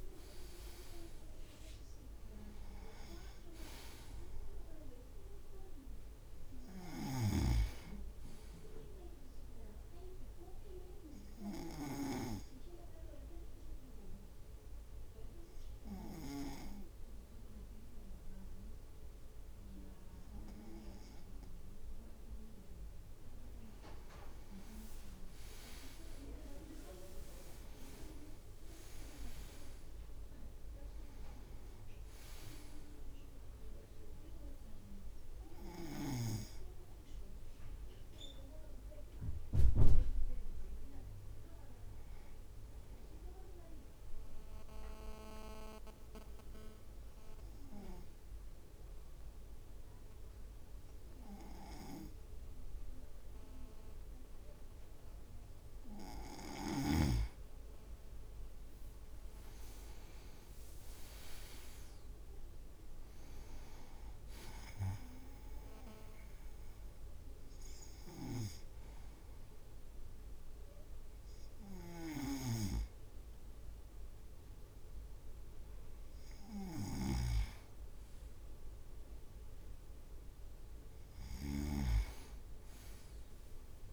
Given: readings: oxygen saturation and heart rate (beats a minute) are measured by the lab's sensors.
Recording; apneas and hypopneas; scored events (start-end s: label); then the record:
breathing in sleep by a room microphone; 3
0.00-1.00 s: arousal
0.00-1.50 s: leg movement (device-marked)
0.00-10.00 s: drop in pulse transit time (device-marked, heart rate 54 before, 52 extreme)
11.00-23.50 s: obstructive apnea (oxygen 98% before, 96% lowest, heart rate 55 before, 51 extreme, up 6 after)
24.50-28.50 s: leg movement (device-marked)
26.00-30.00 s: arousal
26.00-38.00 s: drop in pulse transit time (device-marked, heart rate 54 before, 54 extreme)
44.50-56.00 s: obstructive apnea (oxygen 98% before, 96% lowest, heart rate 56 before, 52 extreme, up 9 after)
58.00-62.00 s: leg movement (device-marked)
58.50-61.50 s: arousal
61.00-72.00 s: drop in pulse transit time (device-marked, heart rate 54 before, 52 extreme)
65.00-76.50 s: hypopnea (oxygen 99% before, 96% lowest, heart rate 55 before, 52 extreme, up 8 after)
77.00-82.00 s: snoring (device-marked)
From the record:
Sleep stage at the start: N2 (light sleep); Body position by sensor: on the right side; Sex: male